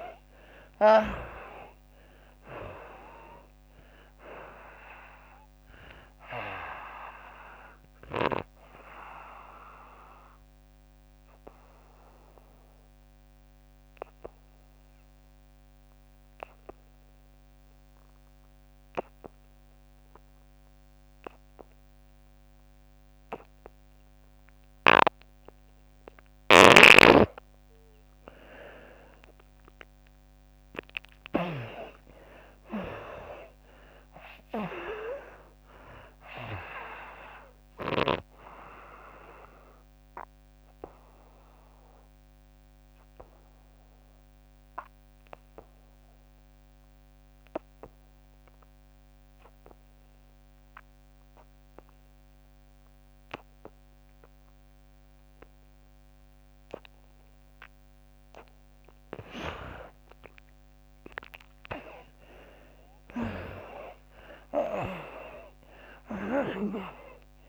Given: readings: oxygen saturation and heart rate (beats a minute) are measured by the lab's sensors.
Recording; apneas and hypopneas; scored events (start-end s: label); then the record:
breathing in sleep by a microphone on the trachea; 2
0.00-20.50 s: oxygen desaturation (device-marked, oxygen 78% lowest)
2.50-12.50 s: bradycardia (device-marked)
7.00-26.50 s: obstructive apnea (oxygen 97% before, 76% lowest, heart rate 70 before, 39 extreme, up 25 after)
26.50-31.50 s: snoring (device-marked)
29.00-34.00 s: arousal
29.50-49.50 s: oxygen desaturation (device-marked, oxygen 99% before, 79% lowest, heart rate 90 before, 83 extreme)
39.50-58.00 s: obstructive apnea (oxygen 99% before, 76% lowest, heart rate 112 before, 82 extreme, up 48 after)
59.50-63.00 s: arousal
63.50-67.49 s: oxygen desaturation (device-marked, oxygen 98% before, 76% lowest, heart rate 112 before, 76 extreme)
From the record:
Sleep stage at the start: N2 (light sleep); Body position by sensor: on the back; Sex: female